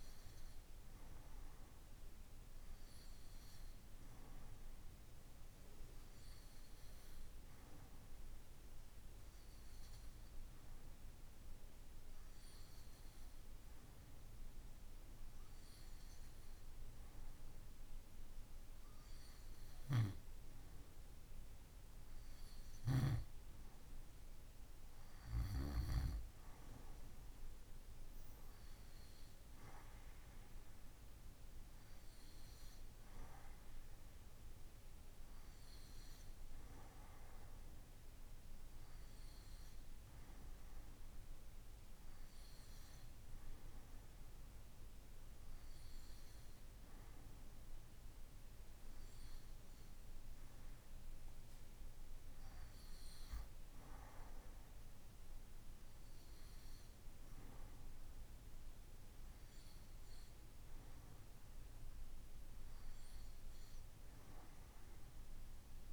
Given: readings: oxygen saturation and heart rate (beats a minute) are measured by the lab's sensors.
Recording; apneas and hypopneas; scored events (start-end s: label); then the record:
breathing in sleep, hard to hear, by a room microphone; none
none scored
From the record:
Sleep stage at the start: N2 (light sleep); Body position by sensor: on the right side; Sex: male